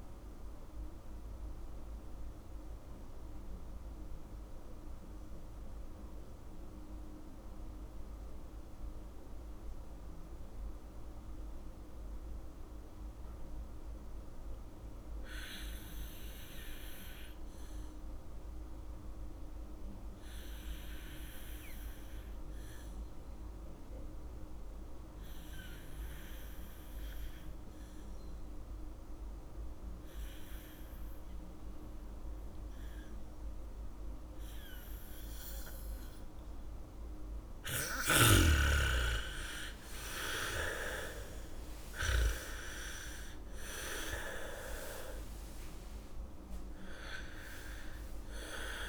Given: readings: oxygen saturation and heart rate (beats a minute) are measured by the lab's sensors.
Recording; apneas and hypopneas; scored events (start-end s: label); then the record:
breathing in sleep by a room microphone; 1
0.00-4.50 s: oxygen desaturation (device-marked, oxygen 79% lowest, heart rate 56 extreme)
1.00-36.50 s: mixed apnea (oxygen 98% before, 77% lowest, heart rate 73 before, 56 extreme, up 1 after)
20.50-48.89 s: oxygen desaturation (device-marked, oxygen 99% before, 77% lowest, heart rate 77 before, 56 extreme)
37.50-42.50 s: bradycardia (device-marked, heart rate 72 before, 58 extreme)
39.50-44.50 s: arousal
From the record:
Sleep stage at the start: N2 (light sleep); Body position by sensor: on the back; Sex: female